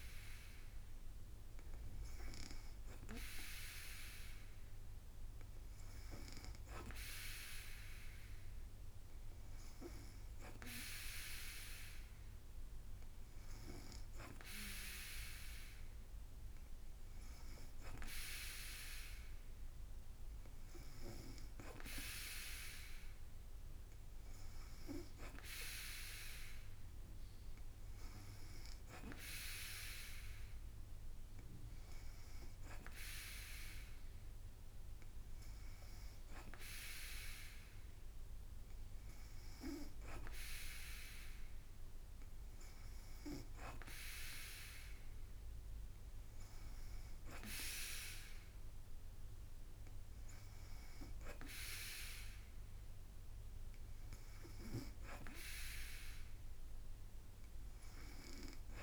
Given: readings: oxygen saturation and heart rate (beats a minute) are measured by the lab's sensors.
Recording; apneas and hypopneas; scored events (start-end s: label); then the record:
breathing in sleep by a room microphone; none
none scored
From the record:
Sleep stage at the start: N2 (light sleep); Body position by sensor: on the back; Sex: female